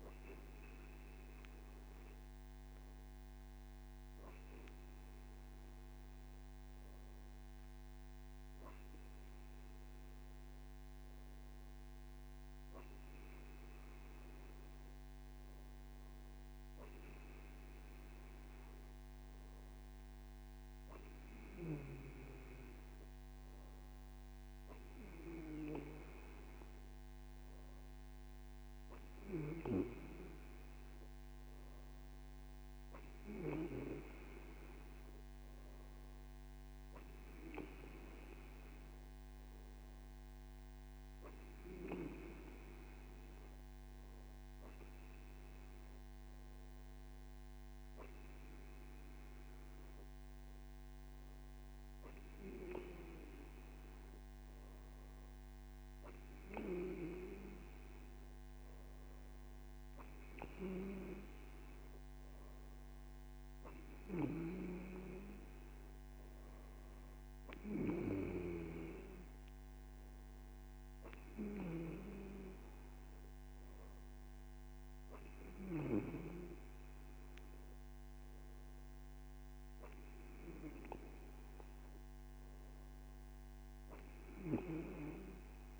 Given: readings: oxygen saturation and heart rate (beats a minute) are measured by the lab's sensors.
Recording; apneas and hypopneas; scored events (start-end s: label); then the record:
breathing in sleep by a microphone on the trachea; none
none scored
From the record:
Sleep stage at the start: N2 (light sleep); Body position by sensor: on the right side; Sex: male